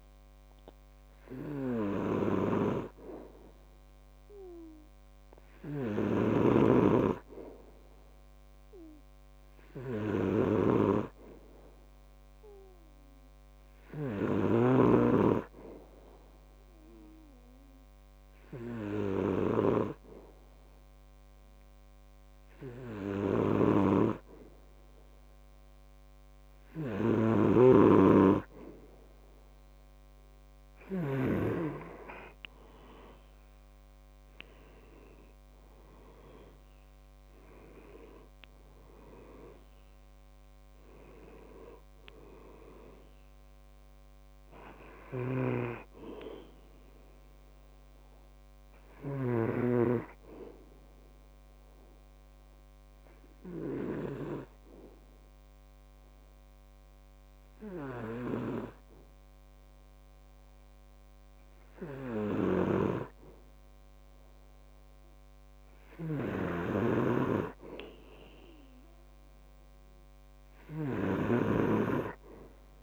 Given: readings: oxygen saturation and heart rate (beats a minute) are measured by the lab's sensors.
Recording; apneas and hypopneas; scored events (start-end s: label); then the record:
breathing in sleep by a microphone on the trachea; 2
0.00-31.50 s: snoring (device-marked)
1.00-17.00 s: oxygen desaturation (device-marked, oxygen 98% before, 93% lowest, heart rate 67 before, 66 extreme)
18.00-28.50 s: hypopnea (oxygen 98% before, 92% lowest, heart rate 67 before, 68 extreme, up 6 after)
33.00-36.00 s: arousal
45.00-49.50 s: snoring (device-marked)
51.50-63.50 s: obstructive apnea (oxygen 94% before, 92% lowest, heart rate 73 before, 67 extreme, up 2 after)
62.50-71.50 s: snoring (device-marked)
66.50-69.50 s: arousal
From the record:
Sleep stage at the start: N2 (light sleep); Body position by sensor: on the back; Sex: male